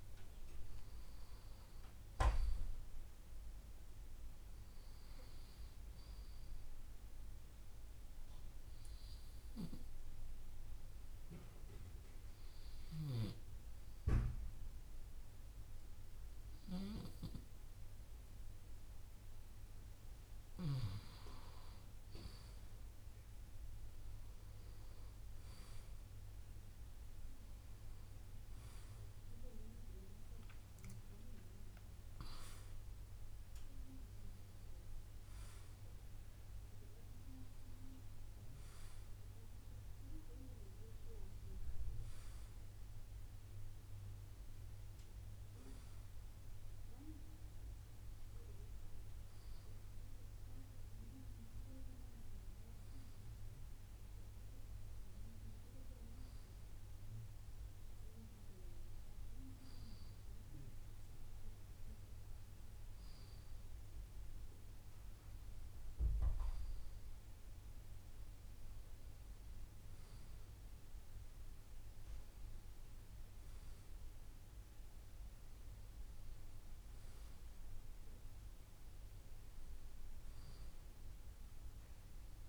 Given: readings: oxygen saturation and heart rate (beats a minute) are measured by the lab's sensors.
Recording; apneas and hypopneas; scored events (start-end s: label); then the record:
breathing in sleep by a room microphone; 1
2.00-5.00 s: arousal
8.00-21.00 s: obstructive apnea (oxygen 95% before, 94% lowest)
23.50-27.50 s: arousal
From the record:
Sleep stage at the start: N2 (light sleep); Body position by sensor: on the left side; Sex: male